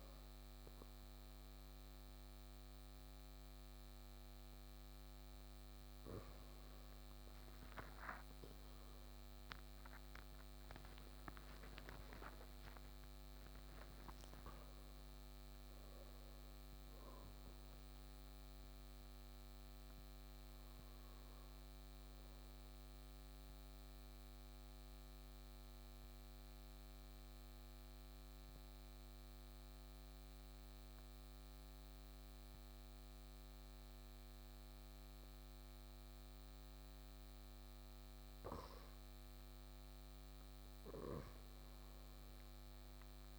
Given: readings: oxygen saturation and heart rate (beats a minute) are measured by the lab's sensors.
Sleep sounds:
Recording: breathing in sleep, hard to hear, by a microphone on the trachea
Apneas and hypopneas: 1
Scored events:
9.00-13.50 s: arousal
22.50-36.50 s: mixed apnea (oxygen 97% before, 93% lowest, heart rate 71 before, 54 extreme, up 5 after)
39.50-43.39 s: arousal
40.50-43.39 s: oxygen desaturation (device-marked, oxygen 97% before, 93% lowest, heart rate 56 before, 54 extreme)
From the record:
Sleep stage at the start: N2 (light sleep)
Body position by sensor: on the right side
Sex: male

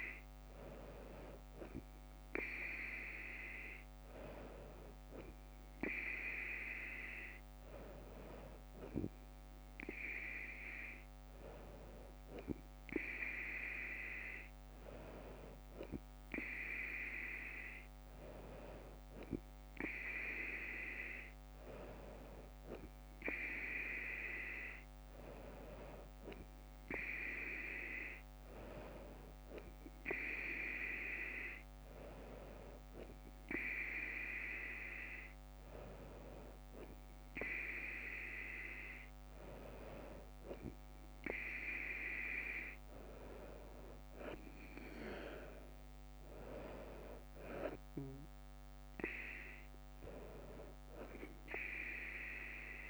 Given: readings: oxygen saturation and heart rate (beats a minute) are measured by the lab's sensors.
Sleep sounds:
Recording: breathing in sleep by a microphone on the trachea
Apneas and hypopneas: none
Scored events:
32.50-52.90 s: new sleep stage, N3 (deep sleep)
From the record:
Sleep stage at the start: N2 (light sleep)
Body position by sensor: on the front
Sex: female

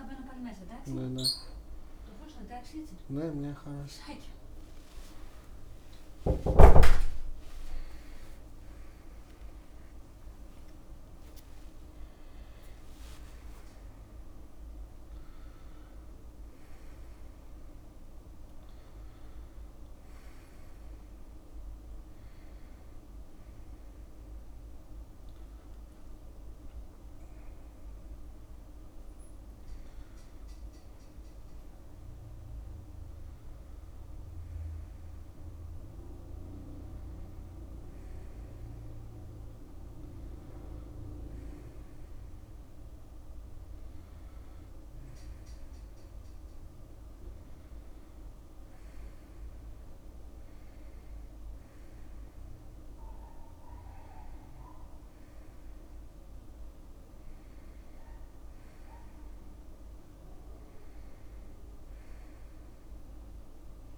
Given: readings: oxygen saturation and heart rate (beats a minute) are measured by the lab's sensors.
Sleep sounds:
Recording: a person awake in a sleep study, by a room microphone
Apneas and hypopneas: none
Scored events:
2.00-9.00 s: tachycardia (device-marked, heart rate 69 before, 133 extreme)
6.50-8.50 s: long interval between heartbeats (device-marked, heart rate 77 before, 126 extreme)
From the record:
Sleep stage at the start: awake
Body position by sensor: on the right side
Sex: male

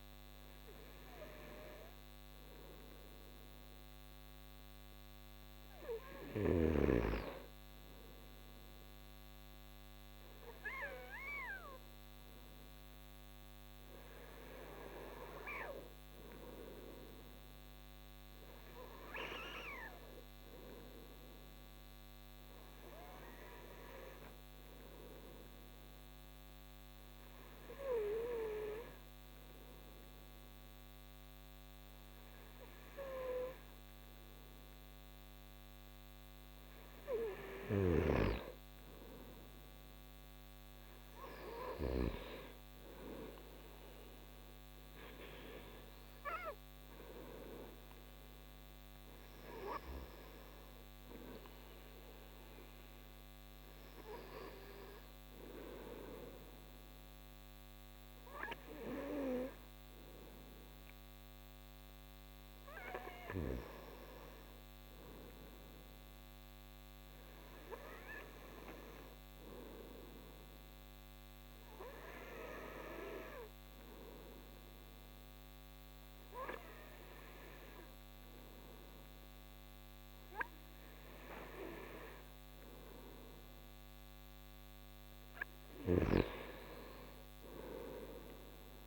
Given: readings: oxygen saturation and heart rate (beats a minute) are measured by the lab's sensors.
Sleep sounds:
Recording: breathing in sleep by a microphone on the trachea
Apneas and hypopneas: none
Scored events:
none scored
From the record:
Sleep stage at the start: N2 (light sleep)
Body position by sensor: on the right side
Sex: male

